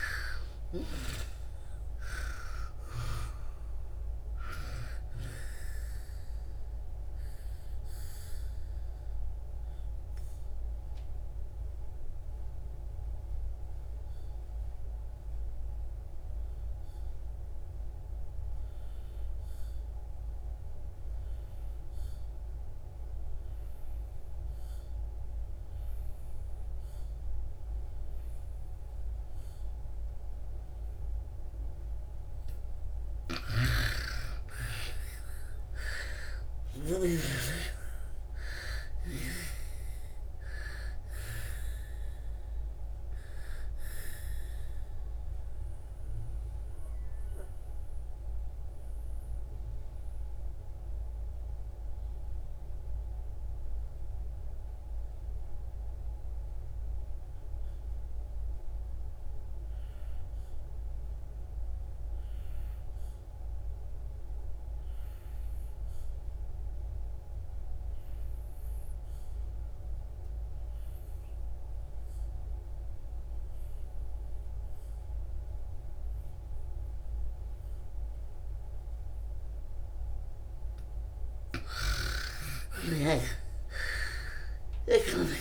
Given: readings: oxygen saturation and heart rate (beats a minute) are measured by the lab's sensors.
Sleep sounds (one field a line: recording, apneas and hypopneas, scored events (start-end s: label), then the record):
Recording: breathing in sleep by a room microphone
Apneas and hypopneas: 2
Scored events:
0.00-1.50 s: arousal
0.00-23.50 s: oxygen desaturation (device-marked, oxygen 83% lowest, heart rate 55 extreme)
6.50-32.50 s: obstructive apnea (oxygen 99% before, 79% lowest, heart rate 63 before, 54 extreme, up 21 after)
25.50-62.50 s: oxygen desaturation (device-marked, oxygen 99% before, 80% lowest, heart rate 61 before, 54 extreme)
33.00-37.00 s: snoring (device-marked)
34.50-39.50 s: arousal
45.50-80.00 s: mixed apnea (oxygen 99% before, 75% lowest, heart rate 70 before, 54 extreme, up 11 after)
64.50-85.41 s: oxygen desaturation (device-marked, oxygen 100% before, 75% lowest, heart rate 59 before, 55 extreme)
81.50-85.00 s: snoring (device-marked)
82.00-85.41 s: arousal
From the record:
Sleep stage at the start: N2 (light sleep)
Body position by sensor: on the back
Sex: female